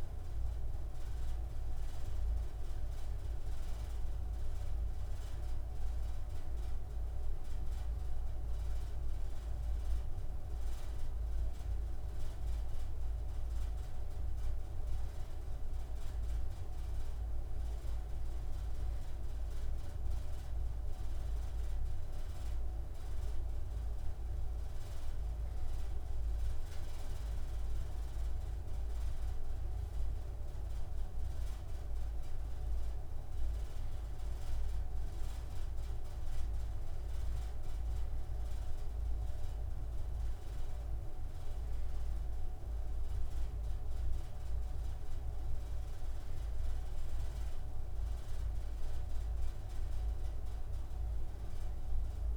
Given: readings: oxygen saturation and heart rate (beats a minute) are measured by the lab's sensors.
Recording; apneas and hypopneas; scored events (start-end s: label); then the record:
breathing in sleep, hard to hear, by a room microphone; none
10.00-52.37 s: new sleep stage, N2 (light sleep)
From the record:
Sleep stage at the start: N1 (lightest sleep); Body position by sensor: on the right side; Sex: male